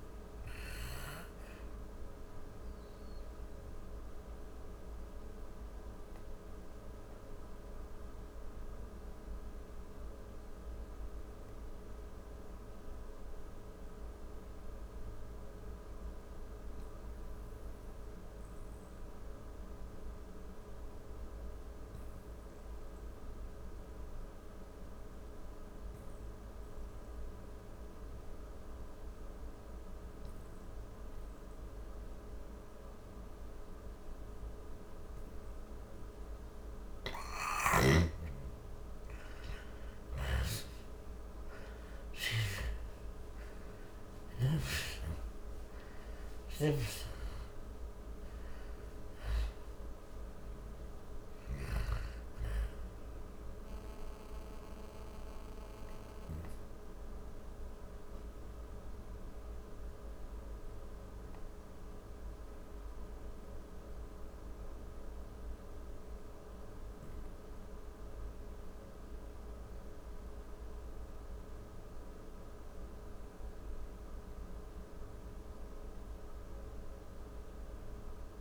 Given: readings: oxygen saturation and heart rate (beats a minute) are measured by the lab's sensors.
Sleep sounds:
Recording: breathing in sleep, hard to hear, by a room microphone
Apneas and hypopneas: 2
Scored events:
0.00-11.00 s: oxygen desaturation (device-marked, oxygen 85% lowest, heart rate 53 extreme)
4.00-38.00 s: obstructive apnea (oxygen 97% before, 85% lowest, heart rate 91 before, 60 extreme, up 57 after)
27.00-65.00 s: oxygen desaturation (device-marked, oxygen 99% before, 86% lowest, heart rate 78 before, 60 extreme)
39.00-43.00 s: arousal
49.50-65.00 s: hypopnea (oxygen 98% before, 83% lowest, heart rate 92 before, 70 extreme, up 46 after)
69.50-72.50 s: arousal
From the record:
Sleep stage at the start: N2 (light sleep)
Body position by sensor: on the back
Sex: female

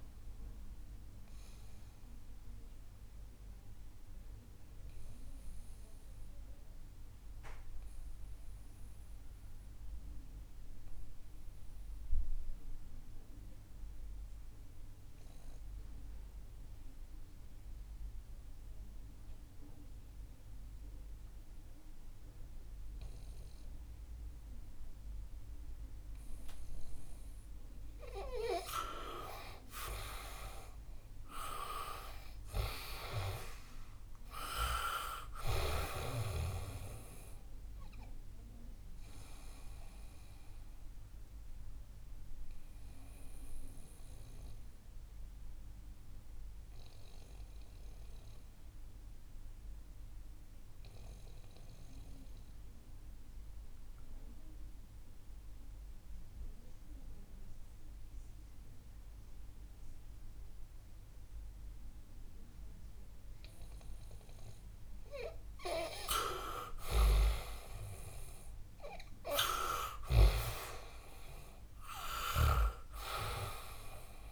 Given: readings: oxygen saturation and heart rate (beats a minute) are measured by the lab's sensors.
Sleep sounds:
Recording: breathing in sleep by a room microphone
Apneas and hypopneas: 2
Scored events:
2.50-27.50 s: mixed apnea (oxygen 98% before, 89% lowest, heart rate 70 before, 61 extreme, up 8 after)
12.00-22.00 s: oxygen desaturation (device-marked, oxygen 95% before, 89% lowest, heart rate 69 before, 61 extreme)
30.00-32.00 s: arousal
39.00-65.00 s: mixed apnea (oxygen 99% before, 89% lowest, heart rate 67 before, 61 extreme, up 6 after)
53.00-61.00 s: oxygen desaturation (device-marked, oxygen 94% before, 90% lowest, heart rate 66 before, 61 extreme)
66.00-69.50 s: arousal
69.00-74.32 s: oxygen desaturation (device-marked, oxygen 98% before, 89% lowest, heart rate 65 before, 61 extreme)
From the record:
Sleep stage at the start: N2 (light sleep)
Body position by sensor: on the back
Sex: male

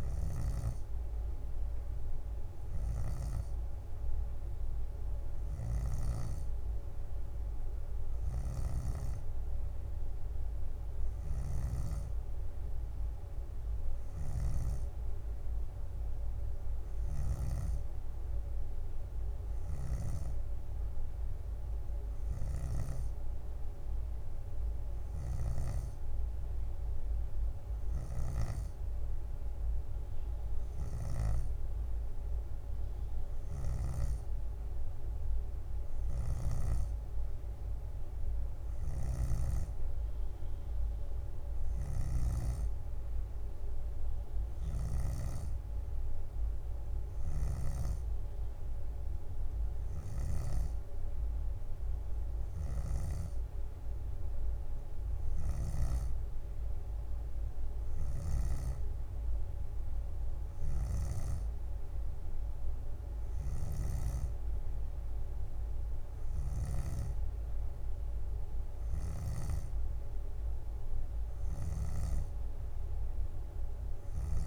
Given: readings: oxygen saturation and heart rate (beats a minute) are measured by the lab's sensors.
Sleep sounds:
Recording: breathing in sleep by a room microphone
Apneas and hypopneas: none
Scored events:
2.50-4.50 s: leg movement (device-marked)
5.50-12.00 s: snoring (device-marked)
14.00-15.50 s: leg movement (device-marked)
17.00-19.00 s: leg movement (device-marked)
19.50-24.00 s: leg movement (device-marked)
25.00-26.50 s: leg movement (device-marked)
38.50-40.50 s: leg movement (device-marked)
39.00-48.00 s: snoring (device-marked)
41.50-47.00 s: leg movement (device-marked)
49.50-51.50 s: leg movement (device-marked)
52.50-56.50 s: leg movement (device-marked)
60.50-65.00 s: leg movement (device-marked)
69.00-70.50 s: leg movement (device-marked)
From the record:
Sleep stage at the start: N3 (deep sleep)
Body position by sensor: on the back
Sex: female

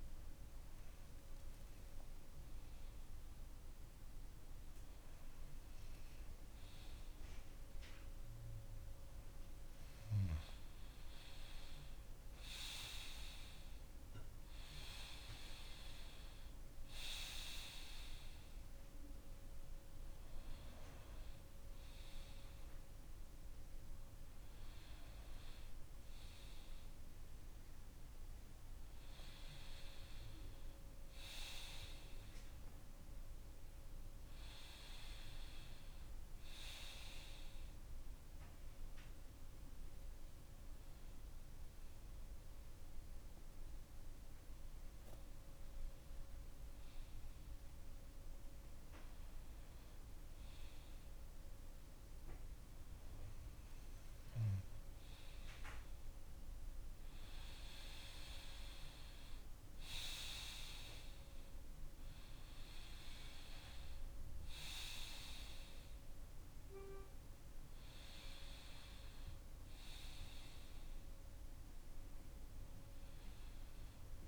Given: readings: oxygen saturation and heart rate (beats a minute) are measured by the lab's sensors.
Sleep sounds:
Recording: breathing in sleep by a room microphone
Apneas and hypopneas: none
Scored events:
27.00-31.50 s: arousal
From the record:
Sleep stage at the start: N2 (light sleep)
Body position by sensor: on the front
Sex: male

